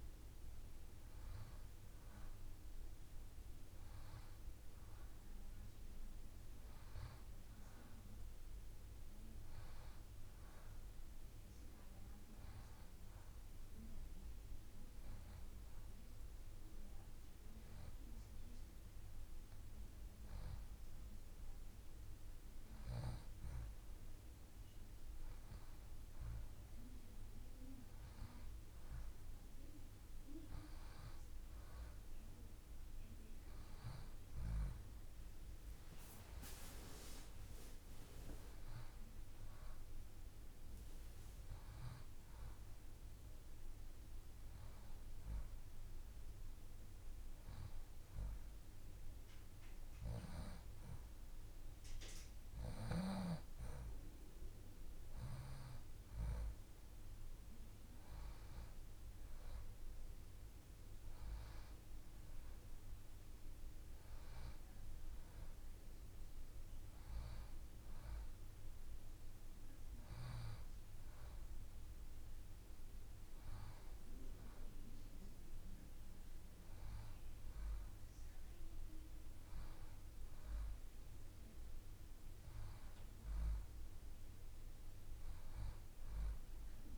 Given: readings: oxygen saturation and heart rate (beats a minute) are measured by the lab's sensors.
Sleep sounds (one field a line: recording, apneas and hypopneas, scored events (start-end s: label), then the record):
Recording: breathing in sleep by a room microphone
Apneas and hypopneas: none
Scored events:
35.50-37.50 s: long interval between heartbeats (device-marked, heart rate 71 before, 74 extreme)
From the record:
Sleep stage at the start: N2 (light sleep)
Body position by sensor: on the left side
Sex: female